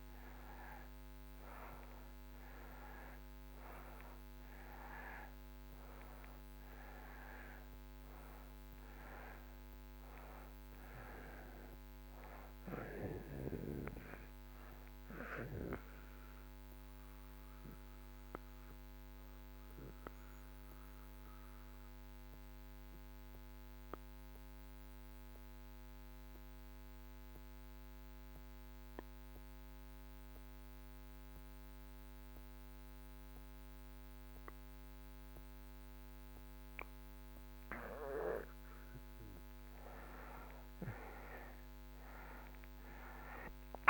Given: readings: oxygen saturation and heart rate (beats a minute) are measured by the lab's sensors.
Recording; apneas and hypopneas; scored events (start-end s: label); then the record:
breathing in sleep by a microphone on the trachea; 1
0.00-2.00 s: arousal
4.00-32.00 s: oxygen desaturation (device-marked, oxygen 97% before, 80% lowest)
15.00-38.00 s: obstructive apnea (oxygen 97% before, 79% lowest)
40.00-43.90 s: arousal
From the record:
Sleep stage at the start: N2 (light sleep); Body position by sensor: on the back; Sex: male